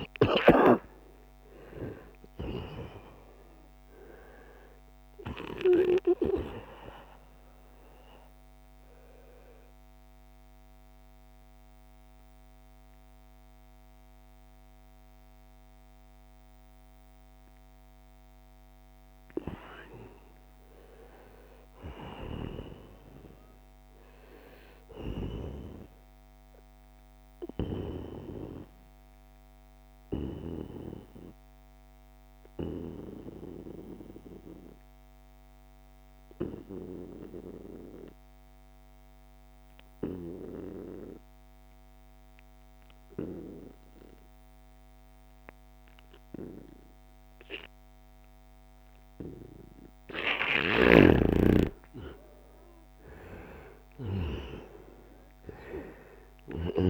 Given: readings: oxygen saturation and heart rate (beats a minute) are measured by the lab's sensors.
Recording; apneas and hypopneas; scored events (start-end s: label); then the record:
breathing in sleep by a microphone on the trachea; 1
0.00-18.00 s: oxygen desaturation (device-marked, oxygen 89% lowest, heart rate 65 extreme)
21.00-25.50 s: arousal
21.00-56.90 s: new sleep stage, N2 (light sleep)
28.50-49.50 s: obstructive apnea (oxygen 98% before, 90% lowest, heart rate 80 before, 70 extreme, up 5 after)
50.00-56.90 s: oxygen desaturation (device-marked, oxygen 97% before, 90% lowest, heart rate 73 before, 65 extreme)
50.00-56.90 s: snoring (device-marked)
51.50-56.90 s: arousal
From the record:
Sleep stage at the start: N1 (lightest sleep); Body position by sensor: on the right side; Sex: male